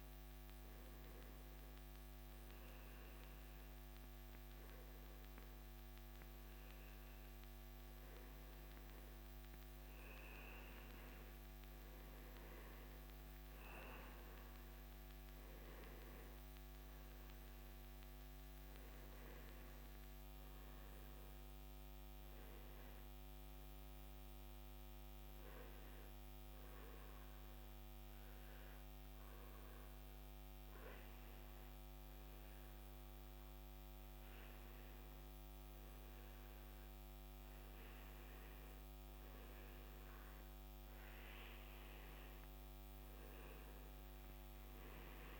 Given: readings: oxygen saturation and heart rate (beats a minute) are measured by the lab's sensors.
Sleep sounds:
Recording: breathing in sleep, hard to hear, by a microphone on the trachea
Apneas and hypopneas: 1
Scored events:
0.00-33.00 s: oxygen desaturation (device-marked, oxygen 99% before, 93% lowest, heart rate 70 before, 67 extreme)
13.50-18.00 s: arousal
23.50-34.50 s: hypopnea (oxygen 99% before, 93% lowest, heart rate 70 before, 67 extreme, up 1 after)
38.50-43.00 s: arousal
From the record:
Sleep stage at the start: N1 (lightest sleep)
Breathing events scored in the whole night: 169 in 4.5 hours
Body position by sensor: on the back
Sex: male

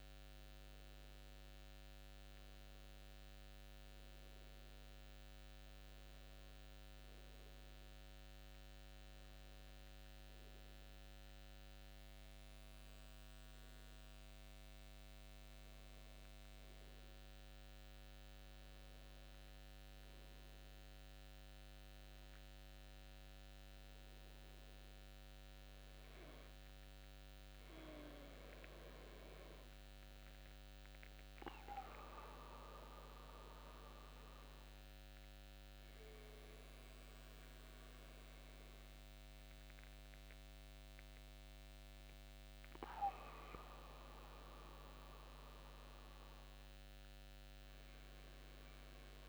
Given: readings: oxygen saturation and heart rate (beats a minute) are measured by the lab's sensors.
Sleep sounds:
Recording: breathing in sleep, hard to hear, by a microphone on the trachea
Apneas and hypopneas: none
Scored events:
none scored
From the record:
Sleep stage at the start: N2 (light sleep)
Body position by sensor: on the back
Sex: male

